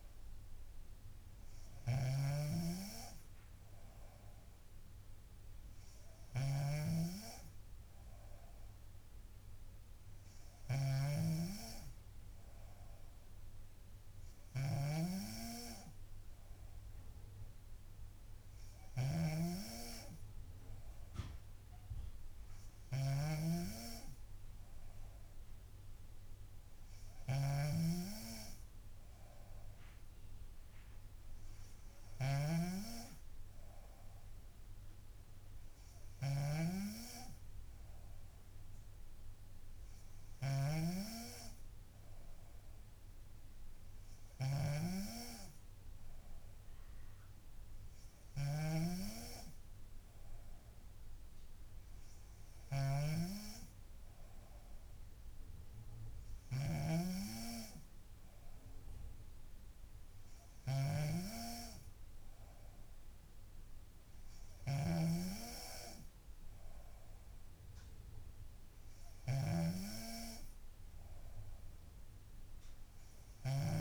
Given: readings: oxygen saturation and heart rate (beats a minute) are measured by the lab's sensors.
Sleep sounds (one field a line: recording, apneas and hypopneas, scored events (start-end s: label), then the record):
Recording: breathing in sleep by a room microphone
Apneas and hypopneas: none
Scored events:
0.00-57.50 s: snoring (device-marked)
65.00-73.81 s: snoring (device-marked)
From the record:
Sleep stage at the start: N3 (deep sleep)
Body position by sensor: on the back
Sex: female